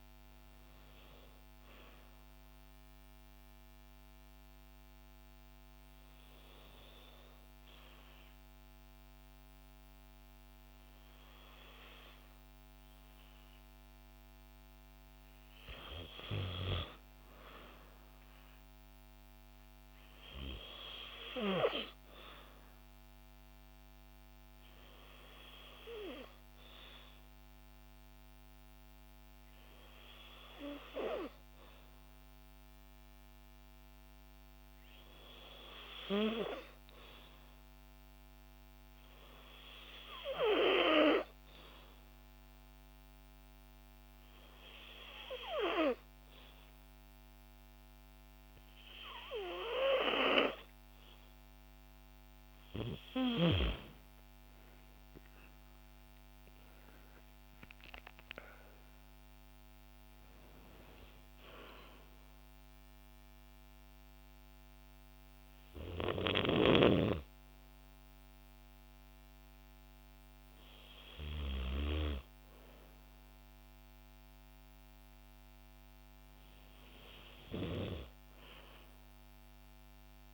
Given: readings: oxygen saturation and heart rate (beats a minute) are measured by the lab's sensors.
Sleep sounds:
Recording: breathing in sleep by a microphone on the trachea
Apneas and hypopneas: 2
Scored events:
0.00-3.00 s: oxygen desaturation (device-marked, oxygen 89% lowest, heart rate 55 extreme)
1.50-14.00 s: hypopnea (oxygen 94% before, 92% lowest, heart rate 61 before, 55 extreme, up 2 after)
16.50-21.00 s: arousal
22.00-34.00 s: oxygen desaturation (device-marked, oxygen 95% before, 92% lowest, heart rate 57 before, 55 extreme)
38.50-51.00 s: hypopnea (oxygen 96% before, 92% lowest, heart rate 57 before, 55 extreme, up 7 after)
55.50-59.00 s: arousal
From the record:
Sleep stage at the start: N2 (light sleep)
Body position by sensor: on the back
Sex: female

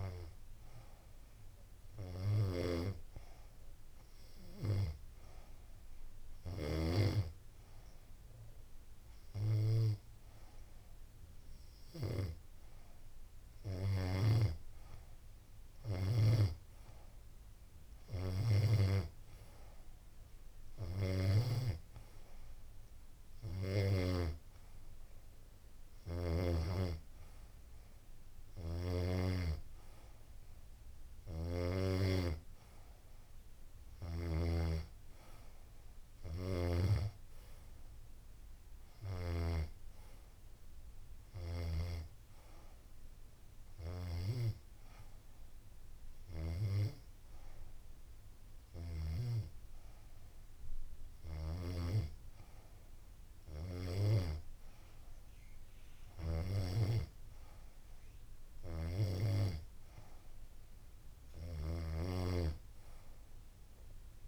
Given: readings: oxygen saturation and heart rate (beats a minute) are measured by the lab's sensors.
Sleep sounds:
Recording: breathing in sleep by a room microphone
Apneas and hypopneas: none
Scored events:
none scored
From the record:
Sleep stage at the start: N2 (light sleep)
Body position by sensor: on the back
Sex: female

